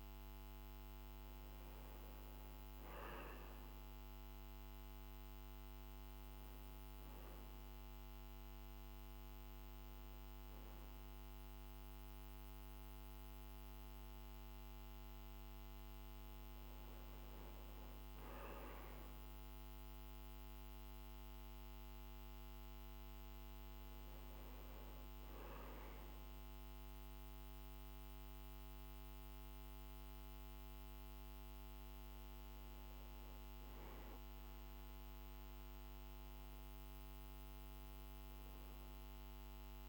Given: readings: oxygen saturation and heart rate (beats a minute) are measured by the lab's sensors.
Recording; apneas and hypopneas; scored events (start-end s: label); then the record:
breathing in sleep, hard to hear, by a microphone on the trachea; none
none scored
From the record:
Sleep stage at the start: N1 (lightest sleep); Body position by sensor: on the back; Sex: male